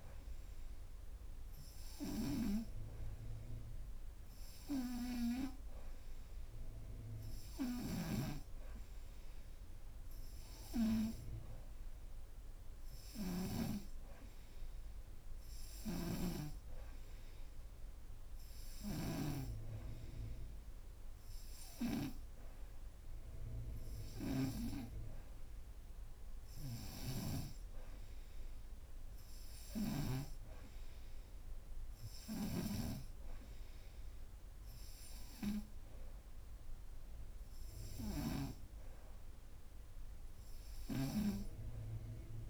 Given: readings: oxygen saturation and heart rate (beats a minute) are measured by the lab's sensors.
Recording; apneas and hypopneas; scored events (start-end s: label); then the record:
breathing in sleep by a room microphone; none
7.50-13.50 s: snoring (device-marked)
15.50-19.00 s: snoring (device-marked)
40.50-42.50 s: snoring (device-marked)
From the record:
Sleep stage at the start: N2 (light sleep); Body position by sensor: upright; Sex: female